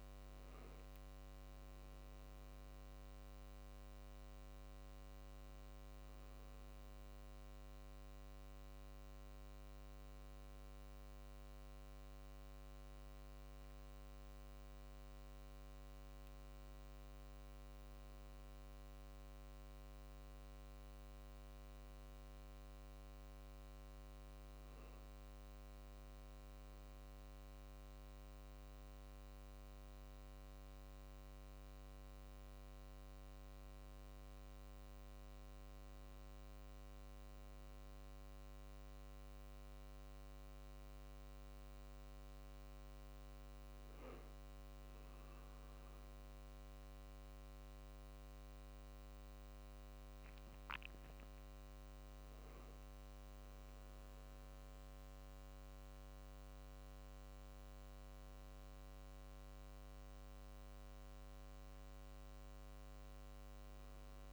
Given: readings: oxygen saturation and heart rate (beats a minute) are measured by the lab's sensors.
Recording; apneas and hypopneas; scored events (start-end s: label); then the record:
a person awake in a sleep study, hard to hear, by a microphone on the trachea; none
0.00-2.00 s: arousal
1.00-13.00 s: drop in pulse transit time (device-marked, heart rate 49 before, 50 extreme)
45.50-50.00 s: arousal
From the record:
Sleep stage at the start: awake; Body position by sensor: on the back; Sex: male